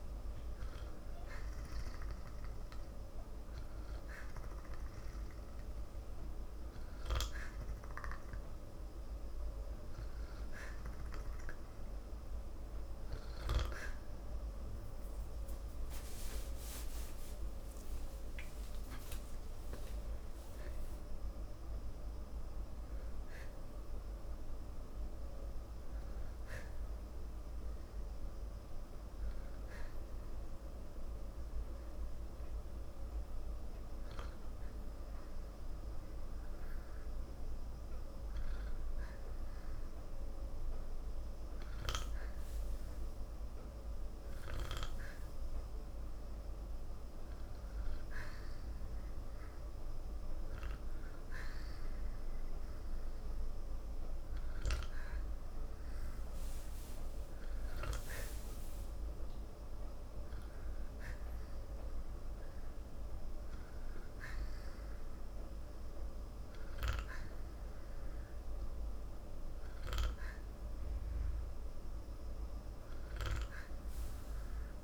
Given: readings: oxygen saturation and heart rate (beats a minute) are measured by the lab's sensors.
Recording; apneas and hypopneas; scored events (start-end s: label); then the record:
breathing in sleep by a room microphone; 1
18.00-22.00 s: arousal
26.50-37.50 s: obstructive apnea (oxygen 93% before, 91% lowest, heart rate 97 before, 38 extreme, up 17 after)
40.00-43.00 s: arousal
From the record:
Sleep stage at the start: N2 (light sleep); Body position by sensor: on the back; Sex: male